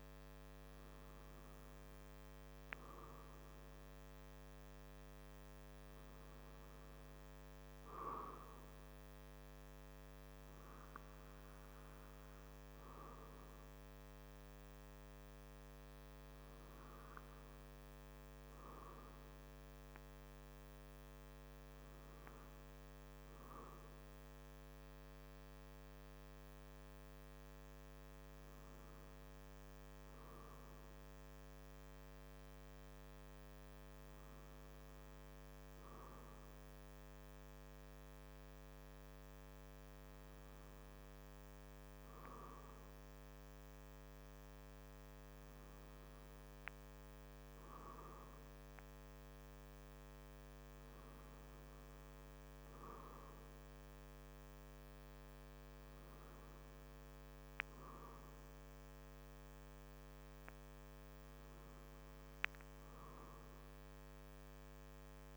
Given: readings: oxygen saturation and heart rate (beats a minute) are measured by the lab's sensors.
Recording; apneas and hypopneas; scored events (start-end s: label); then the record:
breathing in sleep, hard to hear, by a microphone on the trachea; none
none scored
From the record:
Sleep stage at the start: N2 (light sleep); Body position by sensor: on the back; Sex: male